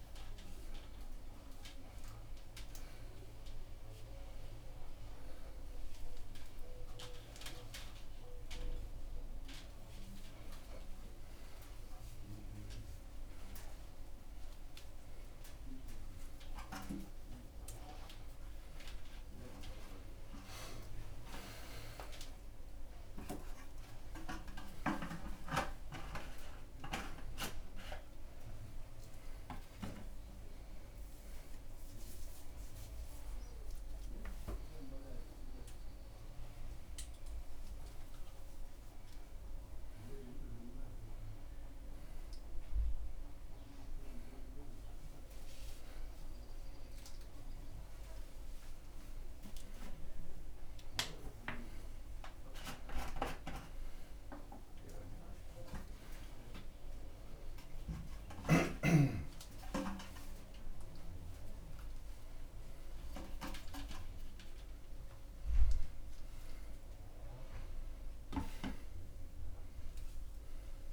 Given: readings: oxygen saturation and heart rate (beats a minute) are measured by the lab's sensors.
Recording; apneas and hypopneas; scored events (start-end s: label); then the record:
a person awake in a sleep study, by a room microphone; none
none scored
From the record:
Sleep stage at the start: awake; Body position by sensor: on the back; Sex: male